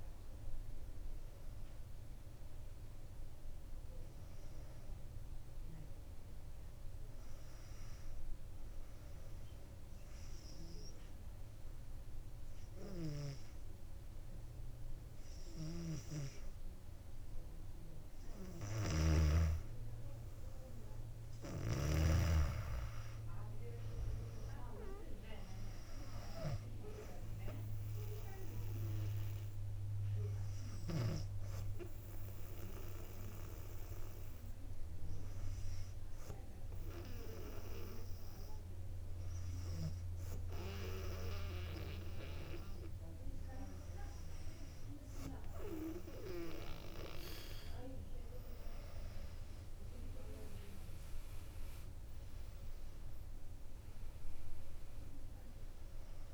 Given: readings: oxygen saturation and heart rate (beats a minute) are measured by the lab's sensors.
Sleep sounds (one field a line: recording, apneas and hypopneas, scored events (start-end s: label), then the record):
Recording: breathing in sleep by a room microphone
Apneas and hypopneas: 2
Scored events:
8.00-20.00 s: obstructive apnea (oxygen 97% before, 95% lowest, heart rate 66 before, 60 extreme, up 4 after)
19.00-22.50 s: snoring (device-marked)
22.00-25.50 s: arousal
28.00-44.00 s: oxygen desaturation (device-marked, oxygen 98% before, 95% lowest, heart rate 62 before, 58 extreme)
31.50-44.50 s: obstructive apnea (oxygen 98% before, 95% lowest, heart rate 62 before, 58 extreme, up 5 after)
48.50-52.00 s: arousal
From the record:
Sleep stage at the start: N2 (light sleep)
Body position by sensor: on the back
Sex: female